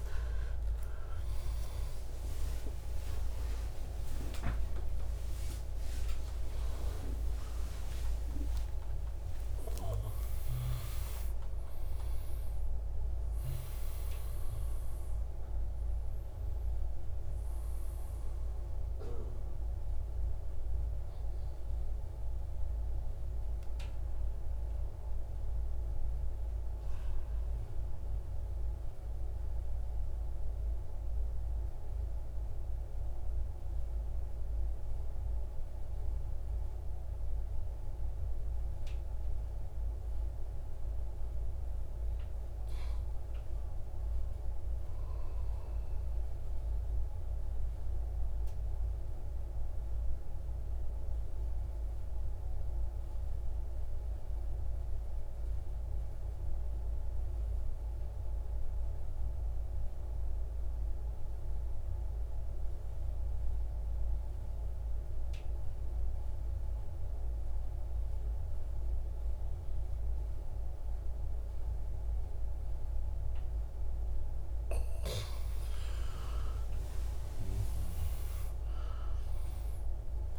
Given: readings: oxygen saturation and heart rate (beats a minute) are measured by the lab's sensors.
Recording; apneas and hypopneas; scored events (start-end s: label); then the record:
breathing in sleep, hard to hear, by a room microphone; 2
0.00-26.50 s: oxygen desaturation (device-marked, oxygen 87% lowest)
1.50-8.00 s: arousal
27.00-40.50 s: central apnea (oxygen 97% before, 88% lowest, heart rate 82 before, 36 extreme)
41.50-44.50 s: arousal
47.50-59.50 s: oxygen desaturation (device-marked, oxygen 99% before, 95% lowest, heart rate 111 before, 36 extreme)
48.00-74.50 s: mixed apnea (oxygen 99% before, 88% lowest, heart rate 111 before, 36 extreme, up 35 after)
66.50-80.39 s: oxygen desaturation (device-marked, oxygen 96% before, 88% lowest, heart rate 71 before, 29 extreme)
76.00-80.00 s: arousal
From the record:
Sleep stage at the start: N2 (light sleep); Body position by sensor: on the right side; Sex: male